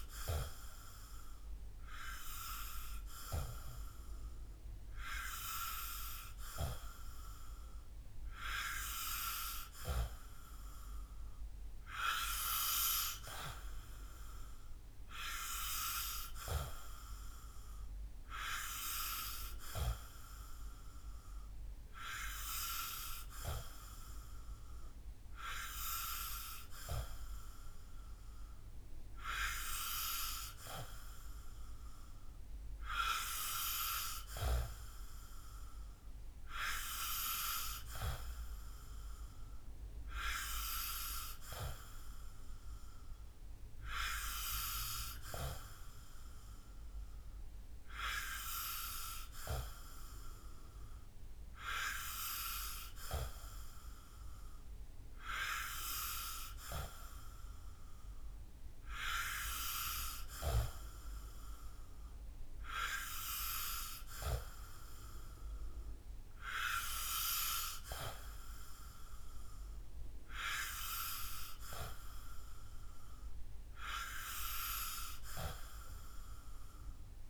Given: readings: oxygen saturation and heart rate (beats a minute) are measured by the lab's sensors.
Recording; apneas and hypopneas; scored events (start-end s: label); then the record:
breathing in sleep by a room microphone; none
none scored
From the record:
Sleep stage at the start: N2 (light sleep); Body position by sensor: on the back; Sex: male